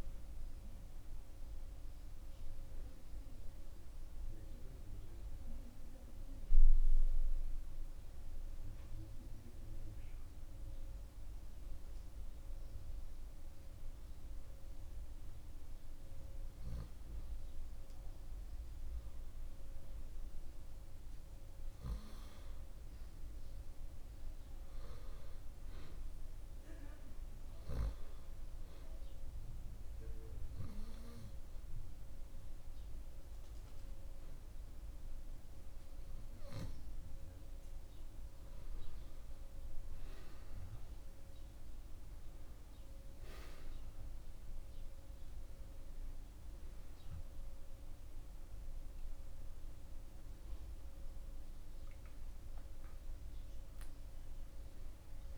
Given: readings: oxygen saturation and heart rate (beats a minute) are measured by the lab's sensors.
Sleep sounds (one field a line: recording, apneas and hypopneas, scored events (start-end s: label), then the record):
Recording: breathing in sleep, hard to hear, by a room microphone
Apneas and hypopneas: 2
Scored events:
0.00-2.50 s: arousal
7.00-19.00 s: hypopnea (oxygen 96% before, 91% lowest, heart rate 76 before, 77 extreme, up 13 after)
21.00-24.00 s: arousal
26.50-37.00 s: hypopnea (oxygen 95% before, 91% lowest, heart rate 86 before, 86 extreme, up 5 after)
32.00-43.00 s: oxygen desaturation (device-marked, oxygen 95% before, 91% lowest, heart rate 86 before, 87 extreme)
45.50-51.00 s: arousal
From the record:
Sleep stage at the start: N2 (light sleep)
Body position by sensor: on the back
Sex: male